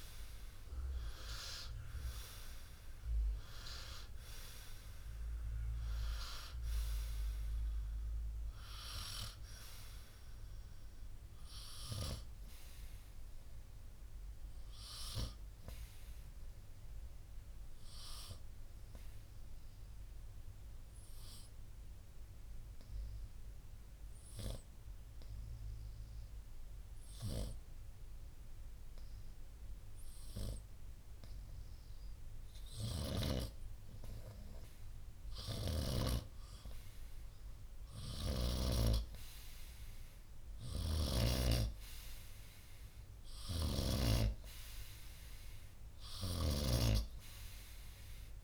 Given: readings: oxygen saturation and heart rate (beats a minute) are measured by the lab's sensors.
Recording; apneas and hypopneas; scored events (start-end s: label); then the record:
breathing in sleep by a room microphone; 1
0.00-12.00 s: oxygen desaturation (device-marked, oxygen 91% lowest, heart rate 58 extreme)
17.50-32.50 s: obstructive apnea (oxygen 94% before, 91% lowest, heart rate 65 before, 60 extreme, up 1 after)
36.00-40.50 s: arousal
47.00-48.44 s: oxygen desaturation (device-marked, oxygen 96% before, 91% lowest, heart rate 61 before, 58 extreme)
From the record:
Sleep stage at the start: N2 (light sleep); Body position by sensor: on the right side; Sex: male